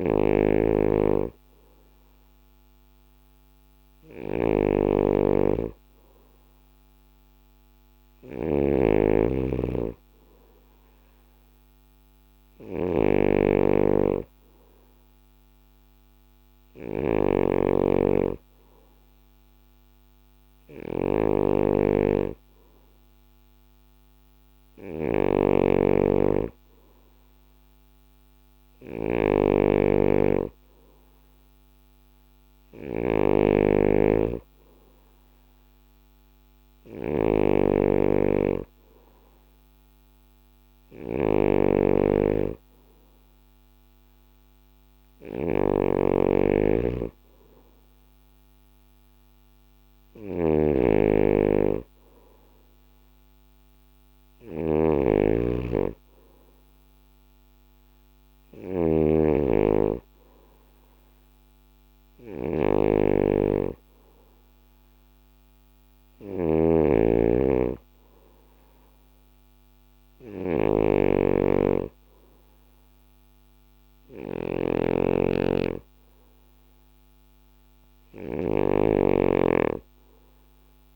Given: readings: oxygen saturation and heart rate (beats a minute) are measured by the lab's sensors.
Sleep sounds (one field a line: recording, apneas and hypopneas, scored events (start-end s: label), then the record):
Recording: breathing in sleep by a microphone on the trachea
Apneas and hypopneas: none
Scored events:
0.00-8.50 s: snoring (device-marked)
16.50-80.96 s: snoring (device-marked)
From the record:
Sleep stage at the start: N2 (light sleep)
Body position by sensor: on the back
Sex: male